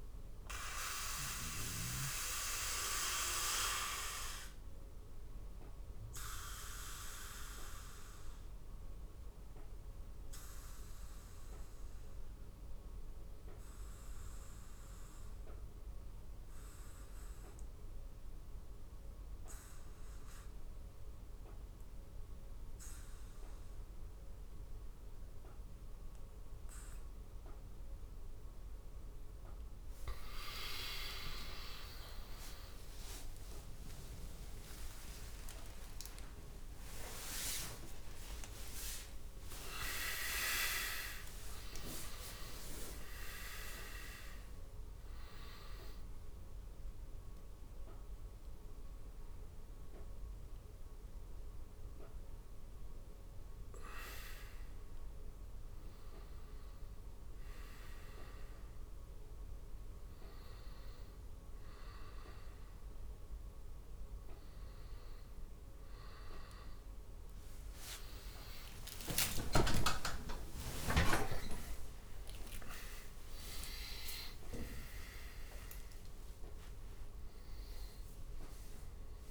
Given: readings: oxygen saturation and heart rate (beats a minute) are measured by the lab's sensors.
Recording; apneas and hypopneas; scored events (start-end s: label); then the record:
breathing in sleep by a room microphone; 1
0.00-1.00 s: long interval between heartbeats (device-marked, heart rate 74 extreme)
0.00-11.00 s: oxygen desaturation (device-marked, oxygen 91% lowest, heart rate 62 extreme)
4.50-28.50 s: obstructive apnea (oxygen 99% before, 82% lowest, heart rate 76 before, 59 extreme, up 2 after)
18.00-29.00 s: oxygen desaturation (device-marked, oxygen 92% before, 86% lowest, heart rate 72 before, 59 extreme)
31.00-33.00 s: long interval between heartbeats (device-marked, heart rate 70 before, 66 extreme)
31.00-35.00 s: arousal
40.00-79.31 s: new sleep stage, N1 (lightest sleep)
46.00-61.00 s: oxygen desaturation (device-marked, oxygen 99% before, 82% lowest, heart rate 75 before, 76 extreme)
66.50-68.50 s: long interval between heartbeats (device-marked, heart rate 87 before, 87 extreme)
67.50-72.00 s: arousal
70.50-72.50 s: long interval between heartbeats (device-marked, heart rate 88 before, 128 extreme)
73.00-75.00 s: long interval between heartbeats (device-marked, heart rate 95 before, 127 extreme)
75.00-79.31 s: oxygen desaturation (device-marked, oxygen 100% before, 96% lowest, heart rate 99 before, 82 extreme)
From the record:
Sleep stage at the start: N2 (light sleep); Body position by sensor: on the back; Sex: male